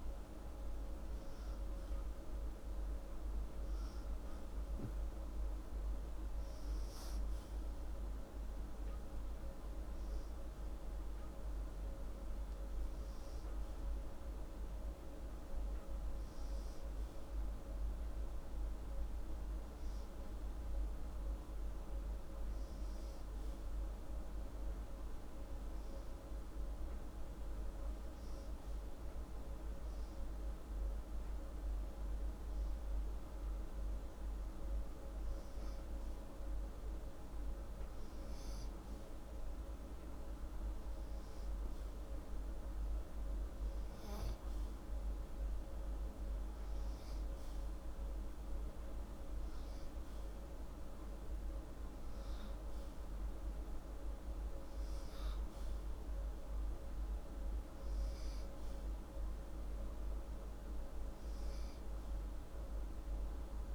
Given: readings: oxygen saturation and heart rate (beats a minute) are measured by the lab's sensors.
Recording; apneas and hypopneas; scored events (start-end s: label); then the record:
breathing in sleep, hard to hear, by a room microphone; none
none scored
From the record:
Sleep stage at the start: N2 (light sleep); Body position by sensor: upright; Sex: male